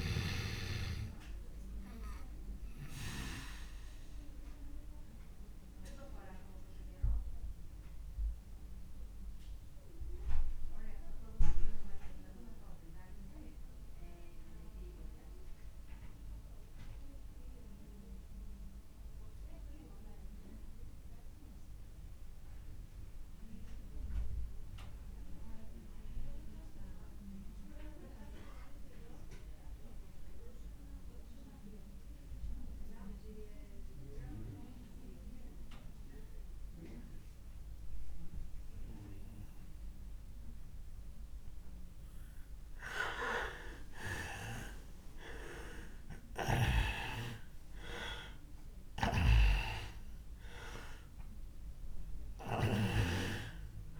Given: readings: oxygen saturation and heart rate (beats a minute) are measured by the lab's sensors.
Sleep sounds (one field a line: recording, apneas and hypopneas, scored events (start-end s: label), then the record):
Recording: breathing in sleep by a room microphone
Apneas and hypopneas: 1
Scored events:
0.00-19.00 s: oxygen desaturation (device-marked, oxygen 85% lowest)
1.50-41.00 s: obstructive apnea (oxygen 98% before, 85% lowest)
39.00-54.00 s: oxygen desaturation (device-marked, oxygen 98% before, 86% lowest)
44.00-48.50 s: arousal
From the record:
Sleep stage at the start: N2 (light sleep)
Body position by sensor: on the back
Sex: male